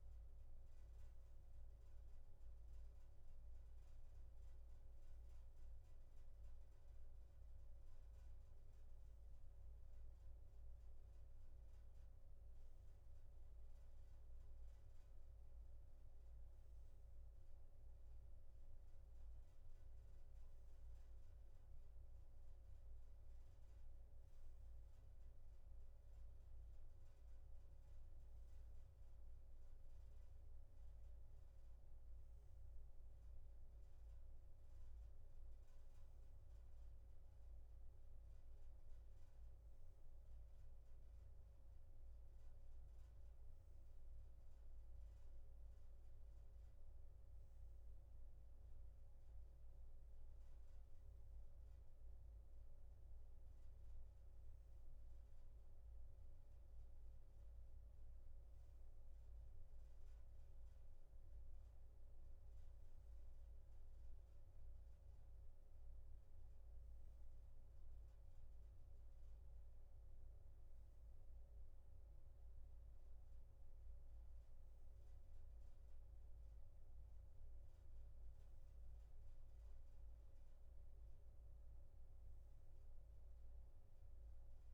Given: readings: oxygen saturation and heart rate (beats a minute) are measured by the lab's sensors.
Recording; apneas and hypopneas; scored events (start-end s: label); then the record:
breathing in sleep, hard to hear, by a room microphone; none
none scored
From the record:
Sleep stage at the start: N3 (deep sleep); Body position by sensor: on the back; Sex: male